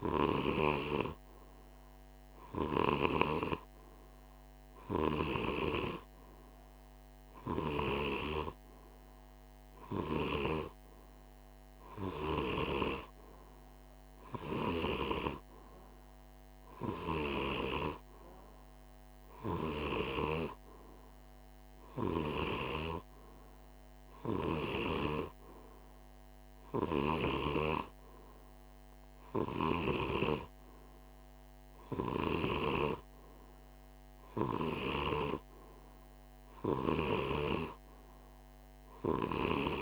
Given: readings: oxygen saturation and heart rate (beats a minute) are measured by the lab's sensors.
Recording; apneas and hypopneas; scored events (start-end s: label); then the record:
breathing in sleep by a microphone on the trachea; none
none scored
From the record:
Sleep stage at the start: N2 (light sleep); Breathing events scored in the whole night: 209 in 5.7 hours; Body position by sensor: on the right side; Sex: male